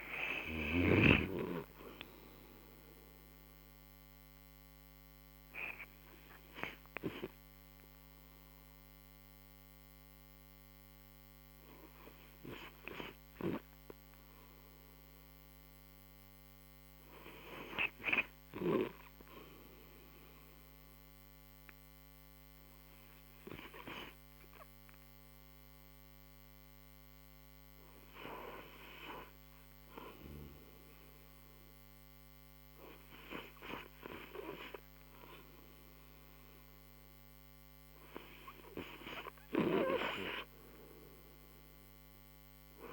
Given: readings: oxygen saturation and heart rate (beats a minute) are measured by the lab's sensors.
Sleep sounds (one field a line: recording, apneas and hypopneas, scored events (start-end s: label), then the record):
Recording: breathing in sleep by a microphone on the trachea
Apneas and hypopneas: 1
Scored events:
0.00-8.50 s: oxygen desaturation (device-marked, oxygen 93% lowest)
1.50-20.00 s: hypopnea (oxygen 100% before, 92% lowest)
23.00-27.50 s: arousal
27.50-38.50 s: oxygen desaturation (device-marked, oxygen 97% before, 93% lowest)
From the record:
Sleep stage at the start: N2 (light sleep)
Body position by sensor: on the right side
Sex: male